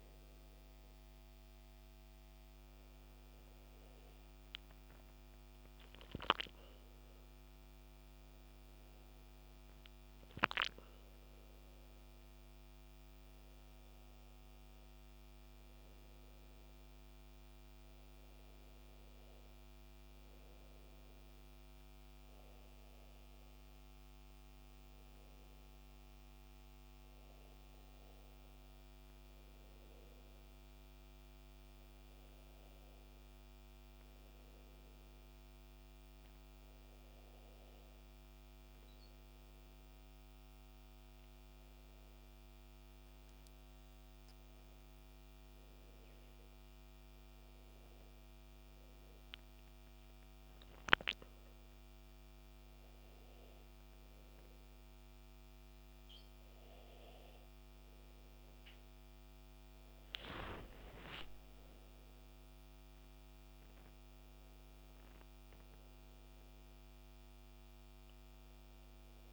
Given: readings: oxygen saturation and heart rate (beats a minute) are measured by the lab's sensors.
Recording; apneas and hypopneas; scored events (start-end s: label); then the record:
a person awake in a sleep study, hard to hear, by a microphone on the trachea; none
none scored
From the record:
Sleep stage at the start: awake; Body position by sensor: on the back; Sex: male